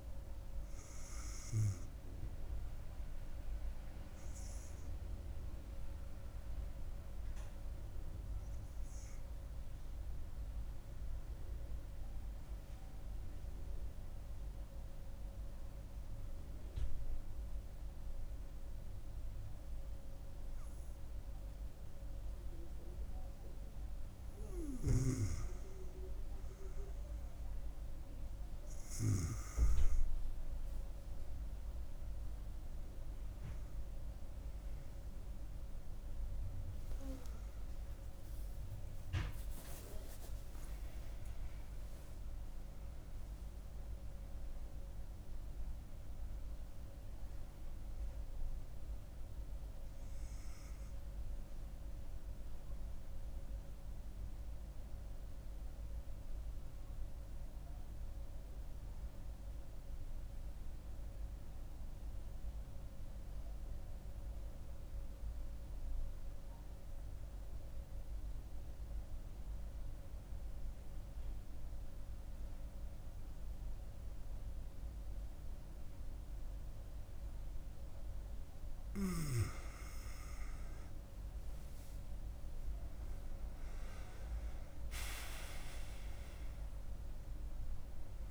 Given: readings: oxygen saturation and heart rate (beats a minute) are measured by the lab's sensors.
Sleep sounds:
breathing in sleep by a room microphone; 2
0.00-5.00 s: oxygen desaturation (device-marked, oxygen 91% lowest, heart rate 66 extreme)
9.00-23.00 s: mixed apnea (oxygen 97% before, 93% lowest, heart rate 74 before, 67 extreme, up 5 after)
28.00-42.00 s: oxygen desaturation (device-marked, oxygen 97% before, 93% lowest, heart rate 68 before, 64 extreme)
36.50-41.50 s: arousal
53.00-77.00 s: mixed apnea (oxygen 96% before, 90% lowest, heart rate 79 before, 64 extreme, up 7 after)
75.00-88.31 s: oxygen desaturation (device-marked, oxygen 97% before, 90% lowest, heart rate 68 before, 64 extreme)
81.00-85.50 s: arousal
From the record:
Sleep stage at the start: N2 (light sleep); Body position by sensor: on the right side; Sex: female

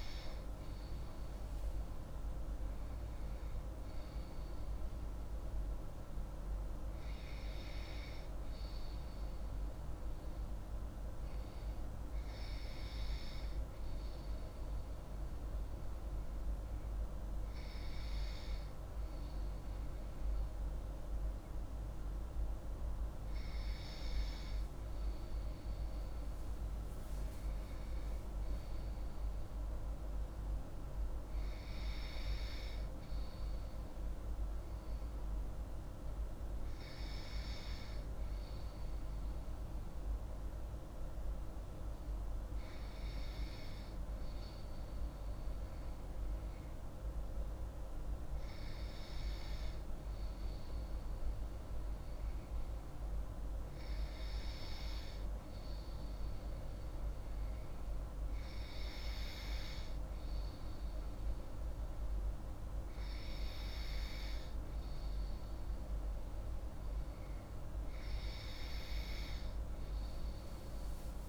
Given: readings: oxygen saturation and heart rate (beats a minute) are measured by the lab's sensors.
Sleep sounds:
breathing in sleep, hard to hear, by a room microphone; 1
12.00-23.50 s: hypopnea (oxygen 96% before, 94% lowest)
26.00-29.50 s: arousal
From the record:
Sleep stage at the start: N2 (light sleep); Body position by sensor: on the left side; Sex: female

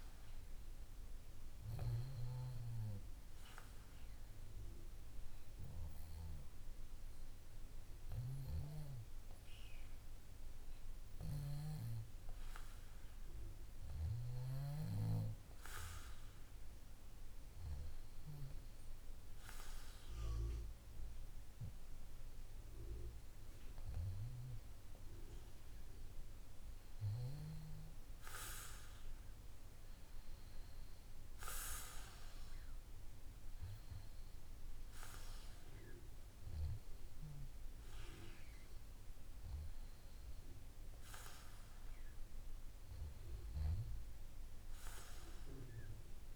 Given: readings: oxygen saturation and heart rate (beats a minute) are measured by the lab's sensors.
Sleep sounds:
breathing in sleep by a room microphone; 1
5.50-23.50 s: hypopnea (oxygen 95% before, 91% lowest, heart rate 51 before, 51 extreme, up 3 after)
26.00-29.50 s: arousal
26.00-38.00 s: oxygen desaturation (device-marked, oxygen 96% before, 92% lowest, heart rate 52 before, 54 extreme)
43.00-46.36 s: oxygen desaturation (device-marked, oxygen 94% before, 91% lowest, heart rate 55 before, 58 extreme)
From the record:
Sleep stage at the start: REM sleep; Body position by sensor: on the back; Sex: male

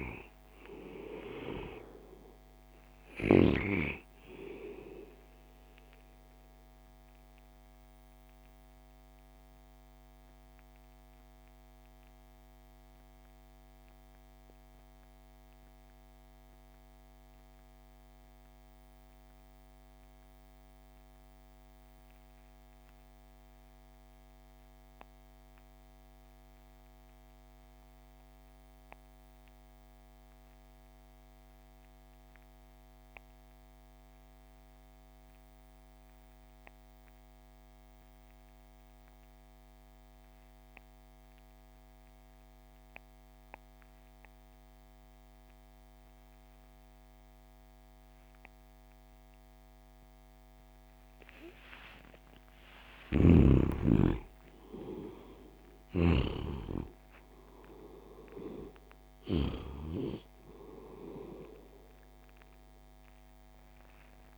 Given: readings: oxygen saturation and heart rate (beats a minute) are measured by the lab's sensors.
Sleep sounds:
breathing in sleep by a microphone on the trachea; 1
0.00-3.00 s: snoring (device-marked)
0.00-21.50 s: oxygen desaturation (device-marked, oxygen 74% lowest)
4.50-51.50 s: mixed apnea (oxygen 97% before, 68% lowest)
39.50-64.38 s: oxygen desaturation (device-marked, oxygen 97% before, 68% lowest)
52.00-56.00 s: arousal
52.50-59.00 s: snoring (device-marked)
From the record:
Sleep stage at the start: REM sleep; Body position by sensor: on the back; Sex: male

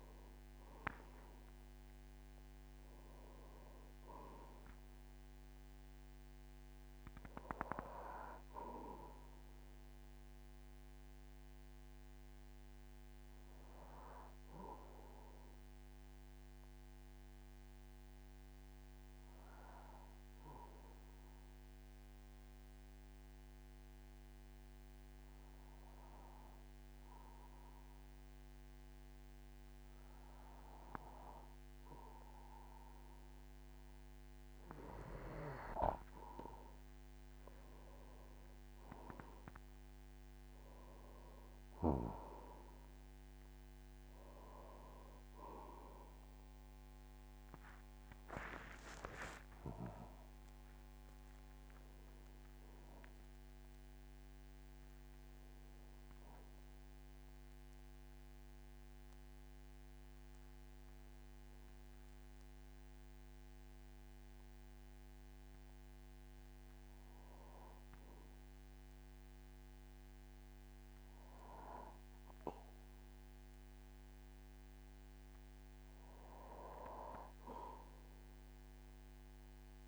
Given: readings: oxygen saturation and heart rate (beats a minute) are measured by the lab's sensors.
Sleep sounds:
breathing in sleep by a microphone on the trachea; 2
0.00-1.00 s: arousal
0.00-24.00 s: oxygen desaturation (device-marked, oxygen 93% lowest, heart rate 46 extreme)
16.00-33.50 s: obstructive apnea (oxygen 99% before, 93% lowest, heart rate 55 before, 47 extreme, up 13 after)
36.00-39.00 s: arousal
40.00-71.00 s: oxygen desaturation (device-marked, oxygen 98% before, 93% lowest, heart rate 49 before, 48 extreme)
48.50-52.50 s: arousal
60.50-75.00 s: hypopnea (oxygen 98% before, 93% lowest, heart rate 60 before, 48 extreme, up 3 after)
76.50-79.88 s: arousal
From the record:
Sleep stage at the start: N2 (light sleep); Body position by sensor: on the back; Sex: male

